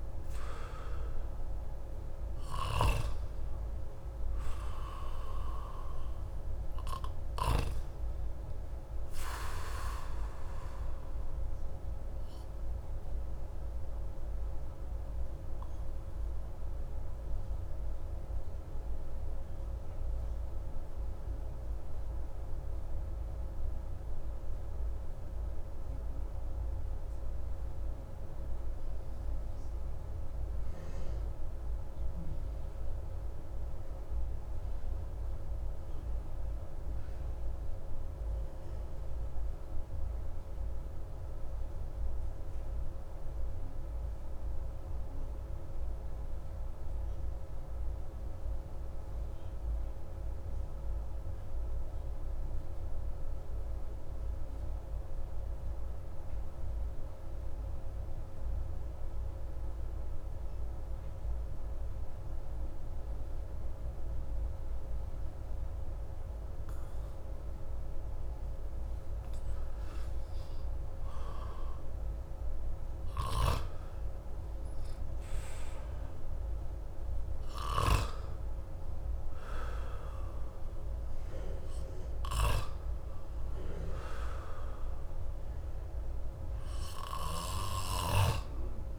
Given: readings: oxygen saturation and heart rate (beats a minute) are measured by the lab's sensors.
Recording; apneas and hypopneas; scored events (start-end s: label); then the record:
breathing in sleep by a room microphone; 1
0.00-32.00 s: oxygen desaturation (device-marked, oxygen 89% lowest)
12.00-68.50 s: obstructive apnea (oxygen 96% before, 86% lowest)
54.00-88.99 s: oxygen desaturation (device-marked, oxygen 97% before, 86% lowest)
71.00-75.00 s: arousal
From the record:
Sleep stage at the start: N2 (light sleep); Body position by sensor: on the back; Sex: male